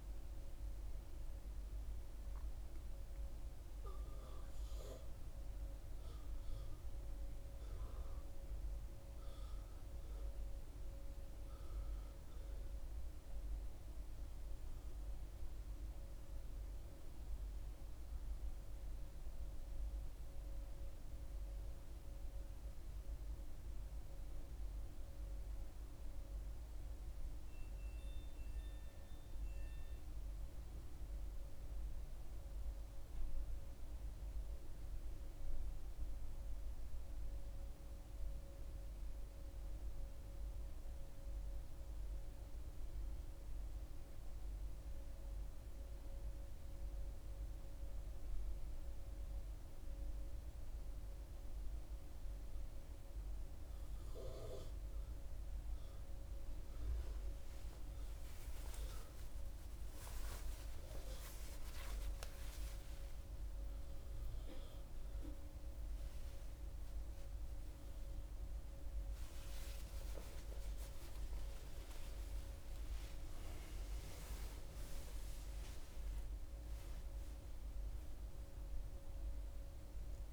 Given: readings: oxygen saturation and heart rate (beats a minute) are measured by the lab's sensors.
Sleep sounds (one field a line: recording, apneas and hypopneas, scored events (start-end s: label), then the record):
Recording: a person partly awake in a sleep study, hard to hear, by a room microphone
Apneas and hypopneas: none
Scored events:
12.50-72.50 s: new sleep stage, N1 (lightest sleep)
72.50-80.33 s: new sleep stage, awake
From the record:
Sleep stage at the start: awake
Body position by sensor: on the back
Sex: female